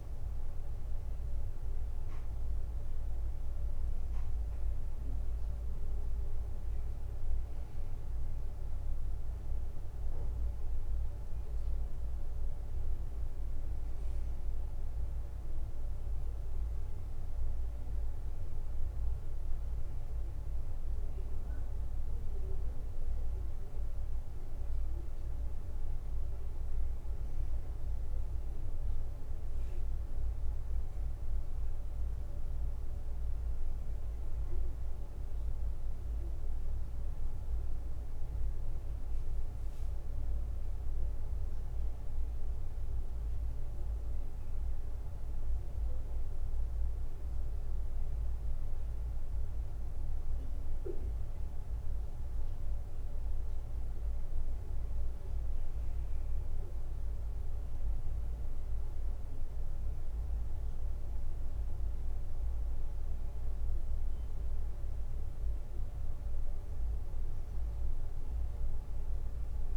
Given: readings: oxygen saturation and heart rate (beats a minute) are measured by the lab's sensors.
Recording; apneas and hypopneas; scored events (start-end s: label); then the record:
a person awake in a sleep study, hard to hear, by a room microphone; none
none scored
From the record:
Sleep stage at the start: awake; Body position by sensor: on the back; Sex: male